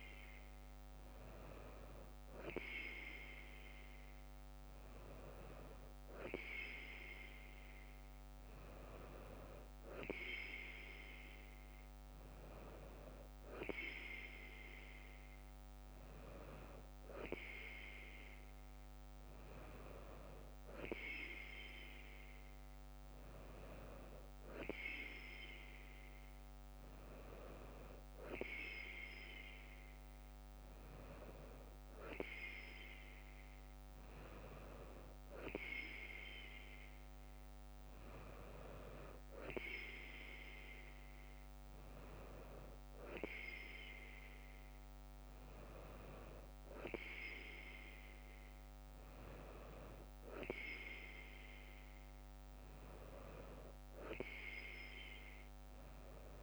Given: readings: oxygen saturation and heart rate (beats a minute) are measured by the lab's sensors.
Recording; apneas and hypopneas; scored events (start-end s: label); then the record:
breathing in sleep by a microphone on the trachea; none
none scored
From the record:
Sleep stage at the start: N3 (deep sleep); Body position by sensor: on the right side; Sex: female